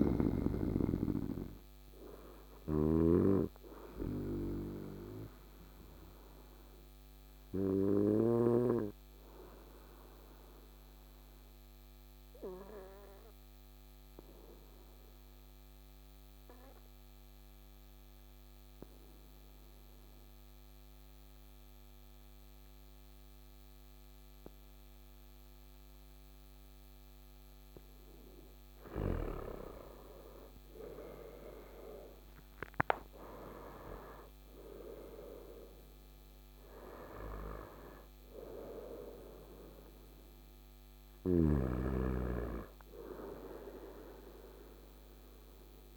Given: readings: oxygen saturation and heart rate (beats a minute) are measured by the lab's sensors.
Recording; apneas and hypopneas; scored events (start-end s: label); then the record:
breathing in sleep by a microphone on the trachea; 1
0.00-2.50 s: snoring (device-marked)
4.00-27.50 s: obstructive apnea (oxygen 98% before, 93% lowest, heart rate 59 before, 54 extreme, up 14 after)
29.50-33.50 s: arousal
31.00-45.97 s: oxygen desaturation (device-marked, oxygen 98% before, 93% lowest, heart rate 56 before, 54 extreme)
40.50-45.97 s: snoring (device-marked)
From the record:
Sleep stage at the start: N2 (light sleep); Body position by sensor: on the right side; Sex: male